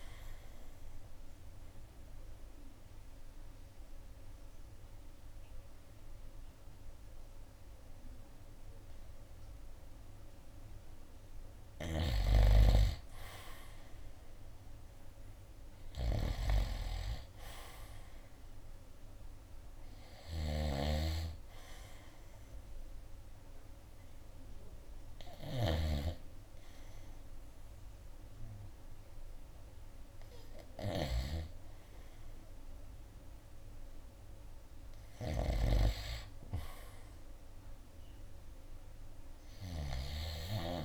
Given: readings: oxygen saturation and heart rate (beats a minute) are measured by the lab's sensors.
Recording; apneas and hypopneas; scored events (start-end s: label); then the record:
breathing in sleep by a room microphone; 1
1.00-12.50 s: obstructive apnea (oxygen 95% before, 87% lowest, heart rate 67 before, 60 extreme, up 6 after)
12.00-36.00 s: snoring (device-marked)
14.00-18.00 s: arousal
20.00-37.00 s: oxygen desaturation (device-marked, oxygen 94% before, 87% lowest, heart rate 67 before, 60 extreme)
From the record:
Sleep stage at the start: N2 (light sleep); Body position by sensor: on the right side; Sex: male